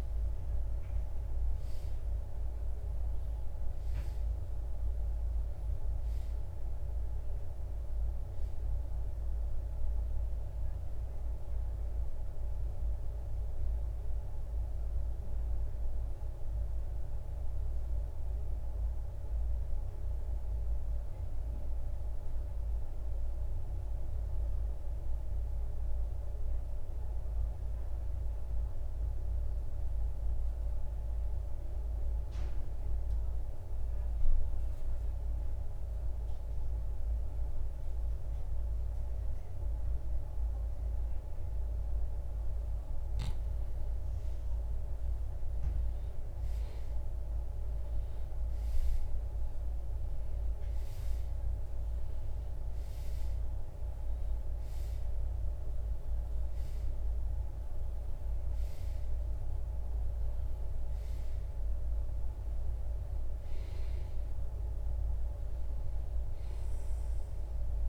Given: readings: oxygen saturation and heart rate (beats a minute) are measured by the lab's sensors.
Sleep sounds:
breathing in sleep, hard to hear, by a room microphone; 1
0.00-36.00 s: oxygen desaturation (device-marked, oxygen 82% lowest, heart rate 59 extreme)
18.00-42.50 s: mixed apnea (oxygen 96% before, 82% lowest, heart rate 76 before, 59 extreme, up 20 after)
44.00-49.50 s: arousal
56.00-67.89 s: oxygen desaturation (device-marked, oxygen 97% before, 83% lowest, heart rate 70 before, 46 extreme)
From the record:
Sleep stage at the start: REM sleep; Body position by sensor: on the right side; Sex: male

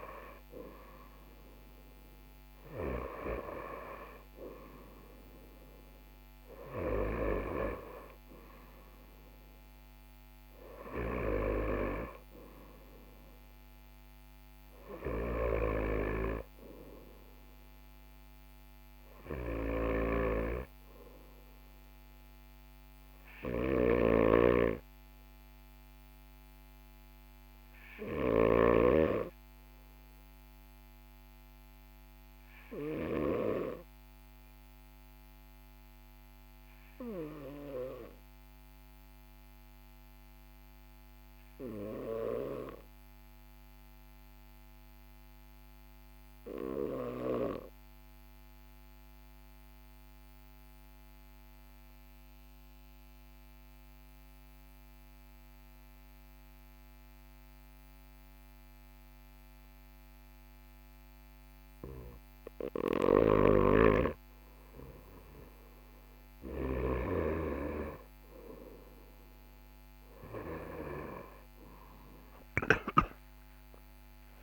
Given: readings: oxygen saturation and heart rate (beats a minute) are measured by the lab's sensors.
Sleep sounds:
breathing in sleep by a microphone on the trachea; 1
23.00-28.00 s: snoring (device-marked)
37.00-62.00 s: obstructive apnea (oxygen 99% before, 95% lowest, heart rate 42 before, 41 extreme, up 3 after)
63.00-72.50 s: snoring (device-marked)
74.00-74.43 s: new sleep stage, awake
From the record:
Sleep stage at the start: N2 (light sleep); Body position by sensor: on the right side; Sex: male

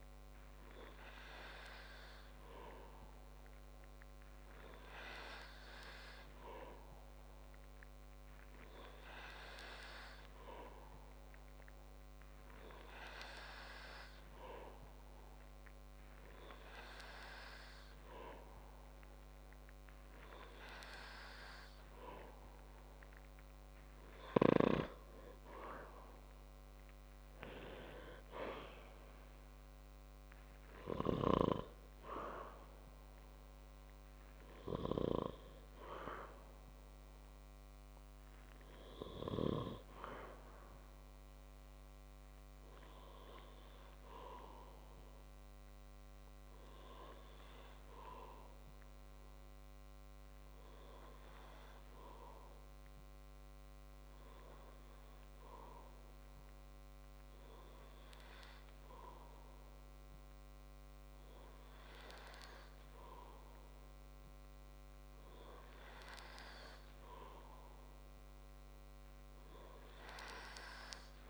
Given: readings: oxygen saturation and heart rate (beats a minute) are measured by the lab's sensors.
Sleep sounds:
breathing in sleep by a microphone on the trachea; 1
47.50-61.00 s: hypopnea (oxygen 94% before, 94% lowest, heart rate 65 before, 58 extreme, up 1 after)
64.00-67.00 s: arousal
From the record:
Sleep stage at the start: N2 (light sleep); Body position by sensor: on the back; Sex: male

